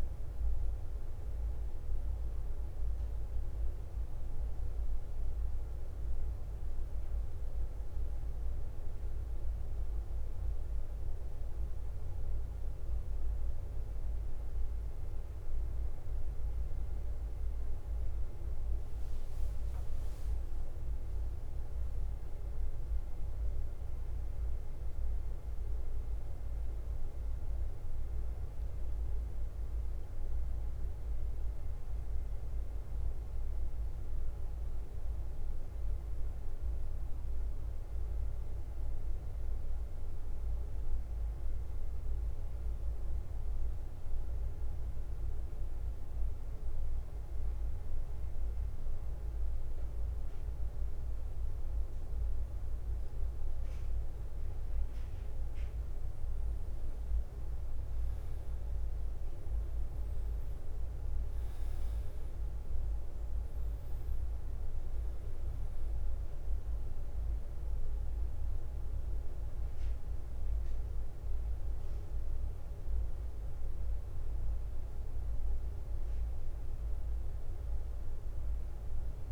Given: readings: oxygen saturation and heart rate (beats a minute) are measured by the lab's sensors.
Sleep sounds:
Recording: breathing in sleep, hard to hear, by a room microphone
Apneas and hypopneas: 2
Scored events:
0.00-3.00 s: oxygen desaturation (device-marked, oxygen 95% lowest, heart rate 44 extreme)
0.00-79.32 s: bradycardia (device-marked, heart rate 42 extreme)
0.50-11.00 s: obstructive apnea (oxygen 98% before, 94% lowest, heart rate 50 before, 49 extreme, up 1 after)
14.50-19.00 s: arousal
37.50-53.50 s: mixed apnea (oxygen 99% before, 94% lowest, heart rate 51 before, 43 extreme, up 3 after)
54.00-79.32 s: oxygen desaturation (device-marked, oxygen 98% before, 94% lowest, heart rate 49 before, 43 extreme)
57.00-61.00 s: arousal
From the record:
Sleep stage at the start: N2 (light sleep)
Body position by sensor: on the back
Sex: male

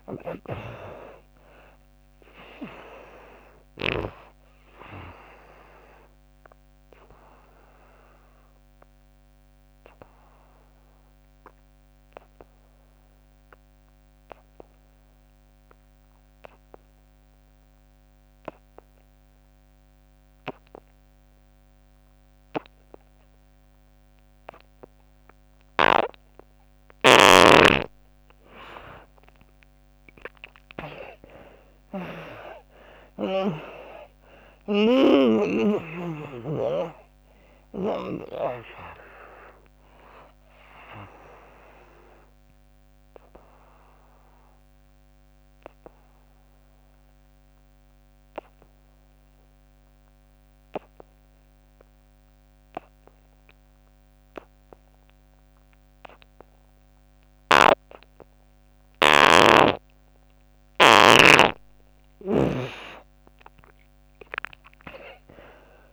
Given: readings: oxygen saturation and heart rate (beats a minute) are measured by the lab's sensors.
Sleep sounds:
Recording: breathing in sleep by a microphone on the trachea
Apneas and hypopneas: 2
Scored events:
0.00-4.00 s: snoring (device-marked)
0.00-19.00 s: oxygen desaturation (device-marked, oxygen 77% lowest, heart rate 69 extreme)
6.50-26.50 s: obstructive apnea (oxygen 97% before, 74% lowest, heart rate 92 before, 69 extreme, up 22 after)
24.00-52.00 s: oxygen desaturation (device-marked, oxygen 98% before, 75% lowest, heart rate 80 before, 66 extreme)
27.00-35.50 s: snoring (device-marked)
28.50-32.00 s: arousal
42.50-60.50 s: obstructive apnea (oxygen 98% before, 73% lowest, heart rate 83 before, 66 extreme, up 22 after)
59.00-65.93 s: oxygen desaturation (device-marked, oxygen 99% before, 74% lowest, heart rate 82 before, 69 extreme)
59.00-65.93 s: snoring (device-marked)
62.50-65.50 s: arousal
From the record:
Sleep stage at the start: N2 (light sleep)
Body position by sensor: on the back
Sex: female

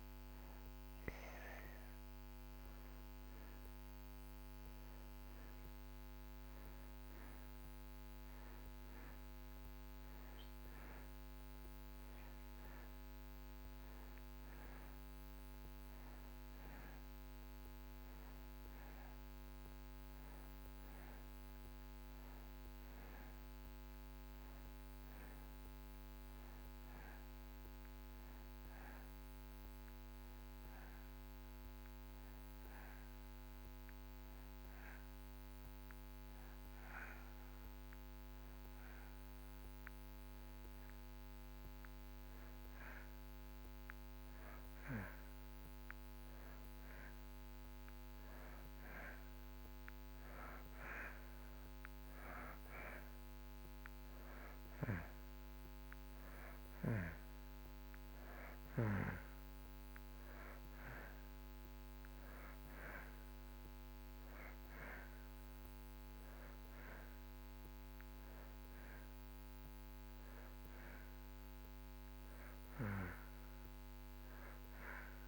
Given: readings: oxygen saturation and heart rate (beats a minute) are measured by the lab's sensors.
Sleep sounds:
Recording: breathing in sleep by a microphone on the trachea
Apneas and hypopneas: 1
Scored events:
0.00-4.00 s: arousal
0.00-4.50 s: oxygen desaturation (device-marked, oxygen 82% lowest)
30.50-44.00 s: hypopnea (oxygen 95% before, 89% lowest)
49.00-54.00 s: arousal
56.50-71.50 s: oxygen desaturation (device-marked, oxygen 93% before, 89% lowest)
From the record:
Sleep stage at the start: N2 (light sleep)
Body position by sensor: on the back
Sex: male

